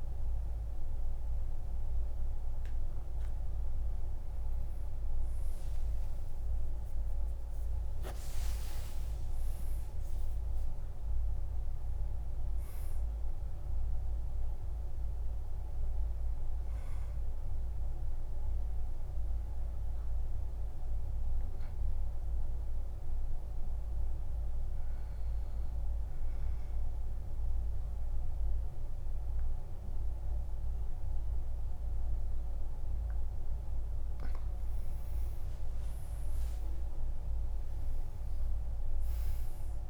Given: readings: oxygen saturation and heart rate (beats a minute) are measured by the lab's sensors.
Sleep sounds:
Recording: breathing in sleep, hard to hear, by a room microphone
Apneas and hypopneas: 1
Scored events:
0.00-2.00 s: oxygen desaturation (device-marked, oxygen 90% lowest, heart rate 48 extreme)
6.00-8.00 s: long interval between heartbeats (device-marked, heart rate 52 before, 60 extreme)
7.50-12.50 s: arousal
18.00-32.50 s: obstructive apnea (oxygen 99% before, 89% lowest, heart rate 56 before, 47 extreme, up 11 after)
37.00-39.90 s: arousal
From the record:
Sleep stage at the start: N2 (light sleep)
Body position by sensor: on the back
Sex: male

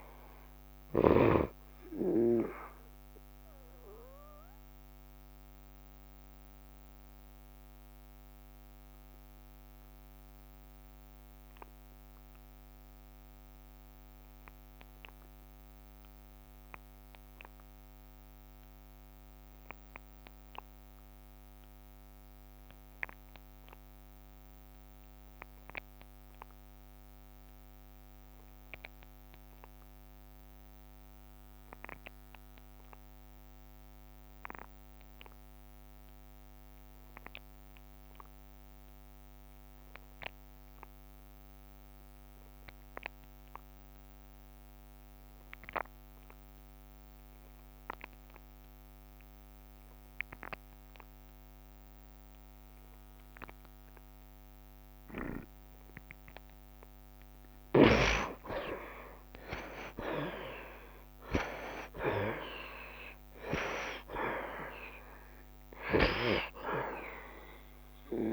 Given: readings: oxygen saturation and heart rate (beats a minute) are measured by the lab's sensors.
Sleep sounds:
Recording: breathing in sleep by a microphone on the trachea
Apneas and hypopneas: 1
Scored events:
0.00-19.00 s: oxygen desaturation (device-marked, oxygen 57% lowest, heart rate 66 extreme)
2.00-4.00 s: long interval between heartbeats (device-marked, heart rate 73 before, 83 extreme)
3.00-57.50 s: mixed apnea (oxygen 87% before, 54% lowest, heart rate 74 before, 66 extreme, up 5 after)
28.00-68.33 s: oxygen desaturation (device-marked, oxygen 84% before, 54% lowest, heart rate 67 before, 68 extreme)
59.00-64.00 s: arousal
From the record:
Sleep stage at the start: N2 (light sleep)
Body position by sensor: on the right side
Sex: male

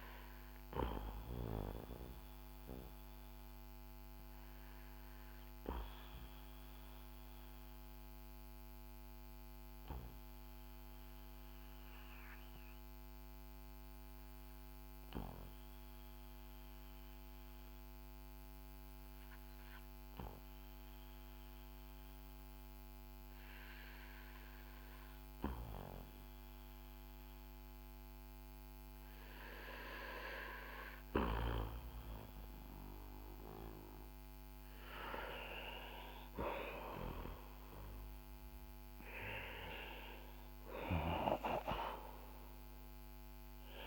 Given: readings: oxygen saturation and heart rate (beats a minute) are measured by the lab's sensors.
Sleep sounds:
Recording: breathing in sleep by a microphone on the trachea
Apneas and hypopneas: 1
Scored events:
0.00-16.50 s: oxygen desaturation (device-marked, oxygen 91% lowest, heart rate 50 extreme)
2.00-31.00 s: obstructive apnea (oxygen 96% before, 91% lowest, heart rate 57 before, 50 extreme, up 3 after)
35.50-40.50 s: arousal
From the record:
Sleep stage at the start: N2 (light sleep)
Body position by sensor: on the back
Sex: male

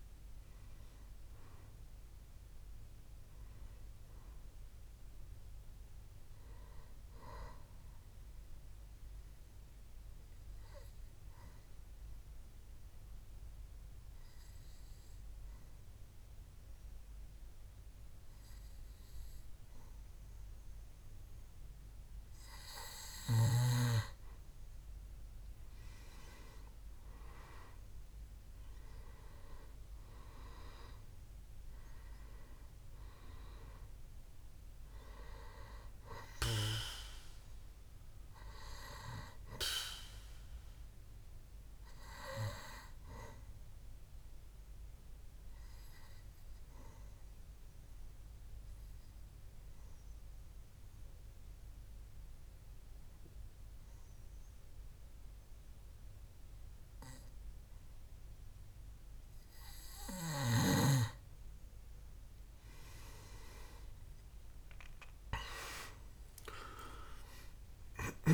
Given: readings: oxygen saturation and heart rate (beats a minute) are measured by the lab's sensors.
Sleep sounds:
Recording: breathing in sleep by a room microphone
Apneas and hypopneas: 2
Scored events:
0.00-21.00 s: oxygen desaturation (device-marked, oxygen 89% lowest, heart rate 63 extreme)
9.00-23.50 s: obstructive apnea (oxygen 96% before, 90% lowest, heart rate 73 before, 63 extreme, up 7 after)
26.00-29.50 s: arousal
33.00-51.00 s: oxygen desaturation (device-marked, oxygen 99% before, 94% lowest, heart rate 66 before, 64 extreme)
44.00-60.50 s: obstructive apnea (oxygen 99% before, 92% lowest, heart rate 68 before, 64 extreme, up 8 after)
63.00-66.50 s: arousal
66.00-68.34 s: oxygen desaturation (device-marked, oxygen 98% before, 92% lowest, heart rate 65 before, 62 extreme)
From the record:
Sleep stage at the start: N2 (light sleep)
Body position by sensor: on the back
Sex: male

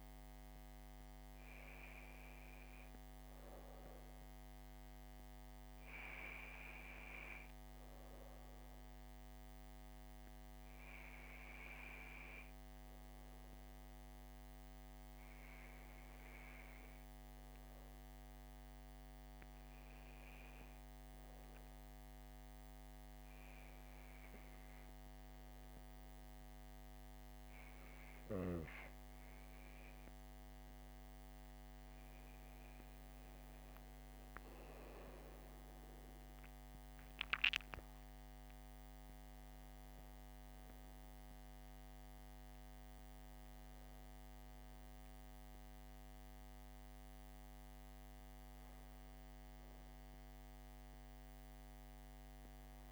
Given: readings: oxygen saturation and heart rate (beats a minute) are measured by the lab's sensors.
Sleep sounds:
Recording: breathing in sleep by a microphone on the trachea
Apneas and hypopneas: 1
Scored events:
0.50-5.00 s: arousal
2.50-18.50 s: oxygen desaturation (device-marked, oxygen 99% before, 96% lowest, heart rate 70 before, 64 extreme)
14.00-29.50 s: hypopnea (oxygen 99% before, 95% lowest, heart rate 67 before, 66 extreme, up 4 after)
30.50-36.00 s: arousal
From the record:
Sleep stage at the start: N2 (light sleep)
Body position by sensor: on the back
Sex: female

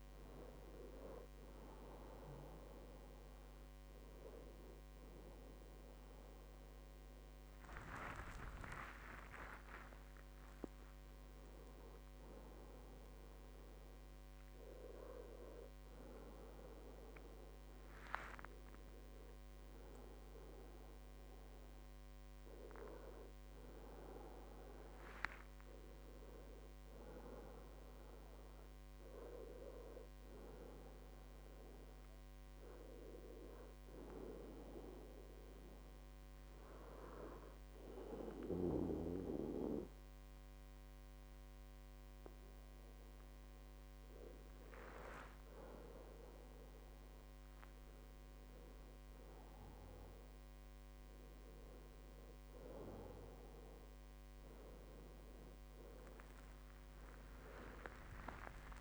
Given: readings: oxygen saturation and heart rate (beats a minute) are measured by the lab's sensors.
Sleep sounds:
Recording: breathing in sleep by a microphone on the trachea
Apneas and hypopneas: 1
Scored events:
11.00-17.00 s: oxygen desaturation (device-marked, oxygen 92% before, 87% lowest, heart rate 77 before, 60 extreme)
19.50-24.00 s: arousal
24.00-26.00 s: long interval between heartbeats (device-marked, heart rate 72 before, 68 extreme)
32.50-44.00 s: hypopnea (oxygen 99% before, 95% lowest, heart rate 71 before, 61 extreme, up 5 after)
From the record:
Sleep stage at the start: N1 (lightest sleep)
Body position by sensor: on the back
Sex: male

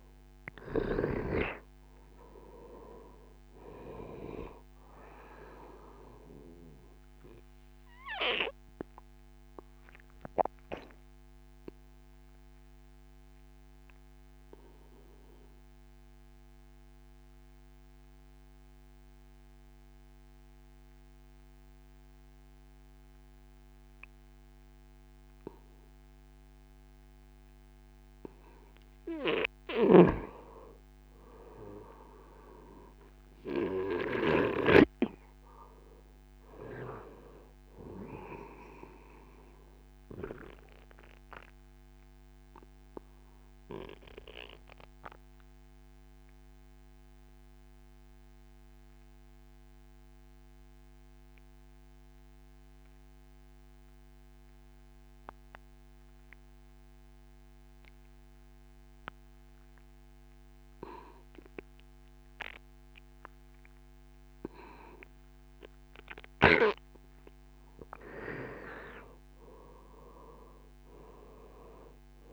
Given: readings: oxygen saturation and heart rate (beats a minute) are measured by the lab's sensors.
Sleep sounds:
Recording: breathing in sleep by a microphone on the trachea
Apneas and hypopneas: 2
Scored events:
0.00-2.00 s: arousal
0.00-24.00 s: oxygen desaturation (device-marked, oxygen 96% before, 91% lowest, heart rate 64 before, 64 extreme)
8.50-27.00 s: obstructive apnea (oxygen 96% before, 91% lowest, heart rate 67 before, 64 extreme, up 0 after)
29.50-34.50 s: snoring (device-marked)
30.50-34.00 s: arousal
41.00-63.50 s: obstructive apnea (oxygen 97% before, 91% lowest, heart rate 67 before, 45 extreme, up 0 after)
66.00-72.33 s: oxygen desaturation (device-marked, oxygen 96% before, 91% lowest, heart rate 71 before, 45 extreme)
68.50-72.33 s: arousal
From the record:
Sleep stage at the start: N2 (light sleep)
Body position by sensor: on the right side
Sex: male

